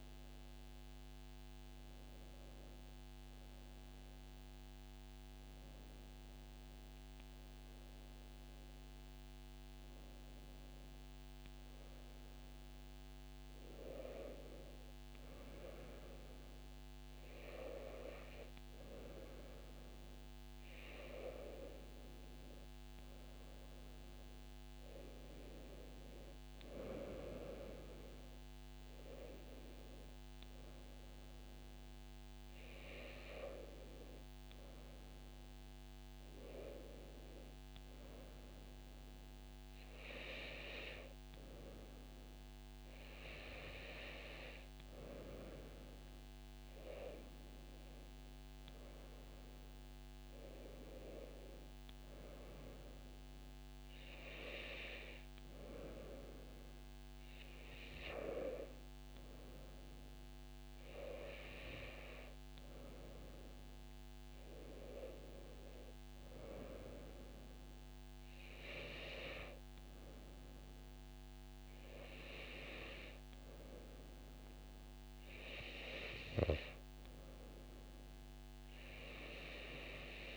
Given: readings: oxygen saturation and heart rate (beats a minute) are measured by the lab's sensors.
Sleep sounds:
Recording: breathing in sleep by a microphone on the trachea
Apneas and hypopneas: none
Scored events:
49.00-80.36 s: new sleep stage, N2 (light sleep)
From the record:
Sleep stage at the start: N1 (lightest sleep)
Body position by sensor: on the right side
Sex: female

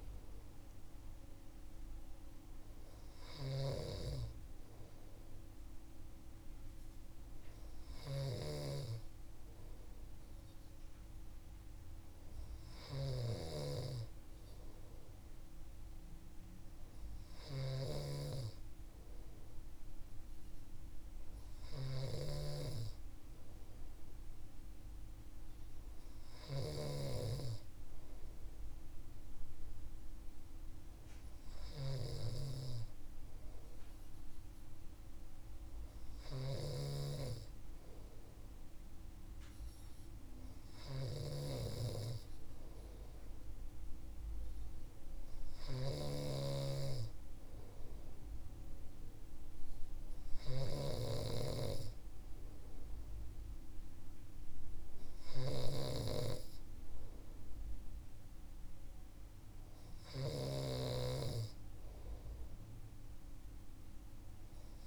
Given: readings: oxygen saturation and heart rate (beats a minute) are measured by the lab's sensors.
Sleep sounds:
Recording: breathing in sleep by a room microphone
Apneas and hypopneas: none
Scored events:
0.00-64.87 s: snoring (device-marked)
From the record:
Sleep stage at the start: N2 (light sleep)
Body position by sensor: on the right side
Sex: male

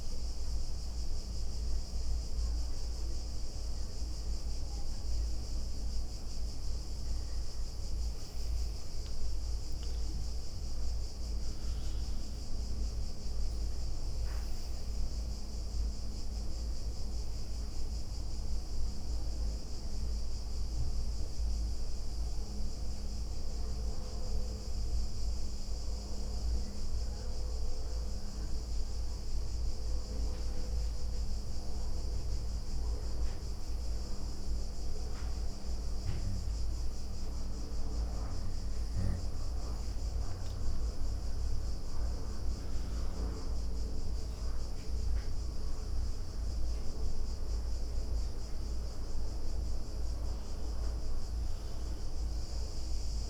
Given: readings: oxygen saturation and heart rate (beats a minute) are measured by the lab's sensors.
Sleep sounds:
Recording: breathing in sleep, hard to hear, by a room microphone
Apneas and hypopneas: none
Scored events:
0.50-3.00 s: leg movement (device-marked)
9.50-16.00 s: leg movement (device-marked)
16.00-18.50 s: leg movement (device-marked)
19.50-23.00 s: leg movement (device-marked)
23.00-25.50 s: leg movement (device-marked)
26.50-28.50 s: leg movement (device-marked)
29.50-32.00 s: leg movement (device-marked)
32.00-35.00 s: leg movement (device-marked)
35.50-40.50 s: leg movement (device-marked)
41.00-44.00 s: leg movement (device-marked)
44.00-45.50 s: leg movement (device-marked)
From the record:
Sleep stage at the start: N2 (light sleep)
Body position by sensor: on the right side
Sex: female

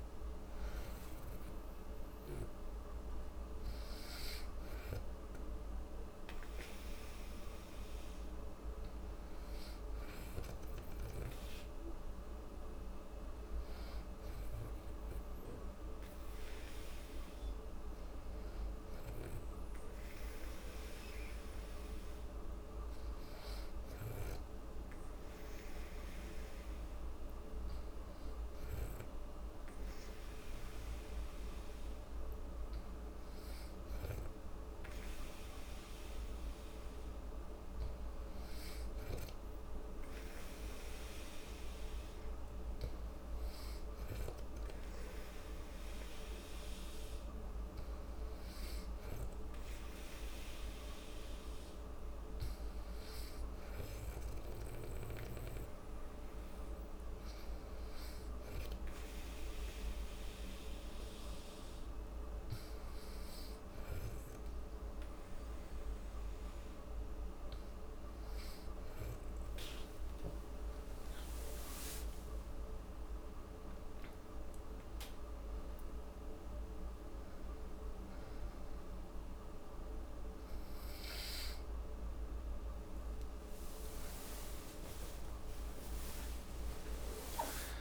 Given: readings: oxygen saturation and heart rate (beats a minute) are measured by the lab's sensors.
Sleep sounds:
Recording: breathing in sleep, hard to hear, by a room microphone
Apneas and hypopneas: 1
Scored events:
29.50-66.00 s: hypopnea (oxygen 97% before, 94% lowest, heart rate 68 before, 69 extreme, up 4 after)
69.50-73.50 s: arousal
From the record:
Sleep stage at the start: N2 (light sleep)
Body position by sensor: on the back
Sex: female

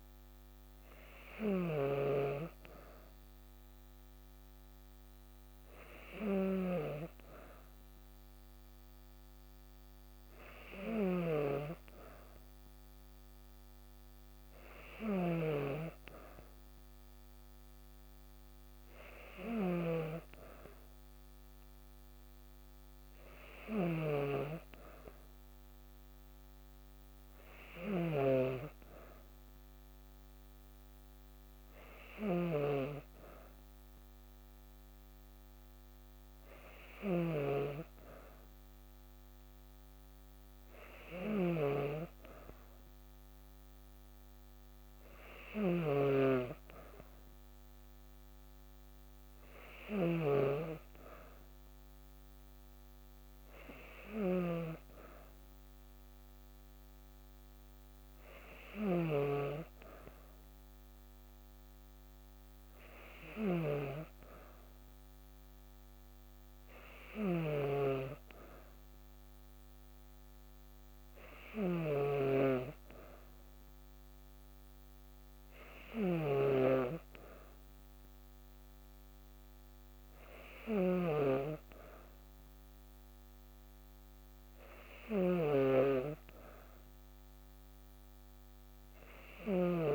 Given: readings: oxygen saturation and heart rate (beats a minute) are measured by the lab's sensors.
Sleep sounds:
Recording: breathing in sleep by a microphone on the trachea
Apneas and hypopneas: none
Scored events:
0.00-89.94 s: snoring (device-marked)
From the record:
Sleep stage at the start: N2 (light sleep)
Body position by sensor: on the back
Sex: female

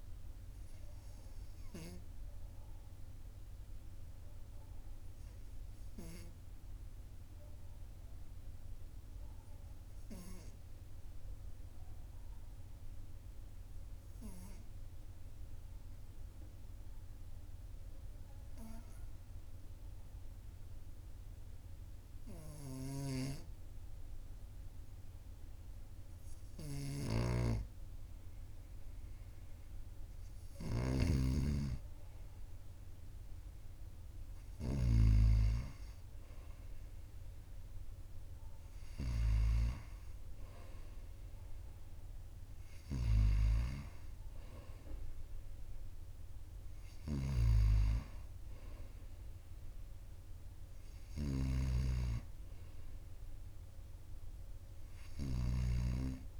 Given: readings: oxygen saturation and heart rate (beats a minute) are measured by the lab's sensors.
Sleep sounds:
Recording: breathing in sleep by a room microphone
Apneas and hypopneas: 1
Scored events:
5.00-26.00 s: hypopnea (oxygen 97% before, 95% lowest, heart rate 44 before, 42 extreme, up 2 after)
26.00-34.50 s: snoring (device-marked)
28.00-31.00 s: arousal
46.50-56.40 s: snoring (device-marked)
From the record:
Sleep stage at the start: N2 (light sleep)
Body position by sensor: on the right side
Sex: male

